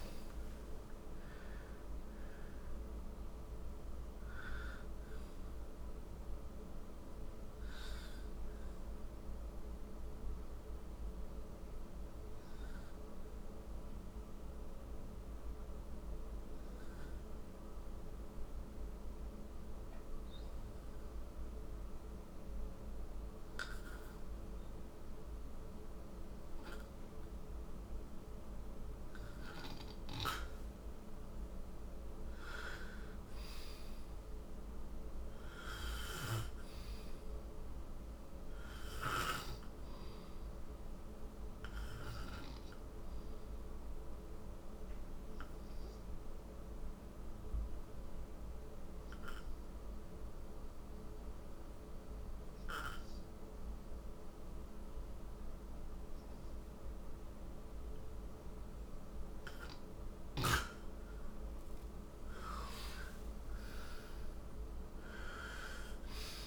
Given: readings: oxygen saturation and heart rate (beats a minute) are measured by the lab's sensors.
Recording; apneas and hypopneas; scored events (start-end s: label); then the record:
breathing in sleep by a room microphone; 2
0.00-21.50 s: oxygen desaturation (device-marked, oxygen 84% lowest, heart rate 54 extreme)
8.00-29.00 s: obstructive apnea (oxygen 97% before, 86% lowest, heart rate 89 before, 55 extreme, up 6 after)
31.50-36.00 s: arousal
35.50-52.50 s: oxygen desaturation (device-marked, oxygen 98% before, 92% lowest, heart rate 61 before, 54 extreme)
44.00-60.00 s: obstructive apnea (oxygen 100% before, 91% lowest, heart rate 61 before, 54 extreme, up 24 after)
62.50-66.47 s: arousal
62.50-66.47 s: oxygen desaturation (device-marked, oxygen 97% before, 91% lowest, heart rate 60 before, 54 extreme)
From the record:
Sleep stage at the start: N2 (light sleep); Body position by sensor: on the right side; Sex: male